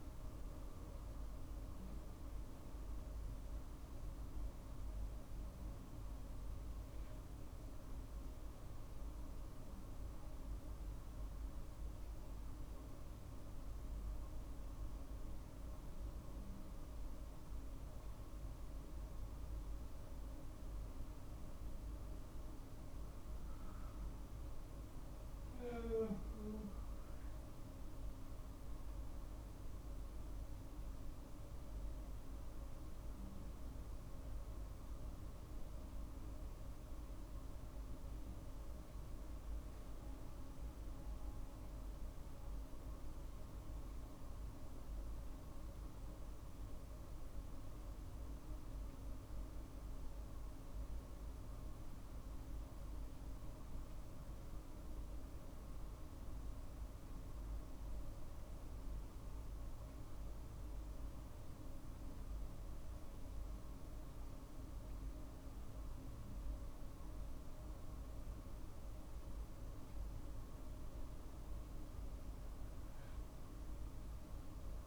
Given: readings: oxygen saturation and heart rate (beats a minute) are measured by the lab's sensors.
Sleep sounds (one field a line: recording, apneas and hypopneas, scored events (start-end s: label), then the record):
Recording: a person awake in a sleep study, hard to hear, by a room microphone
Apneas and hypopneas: none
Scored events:
none scored
From the record:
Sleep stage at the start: awake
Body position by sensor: on the right side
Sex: male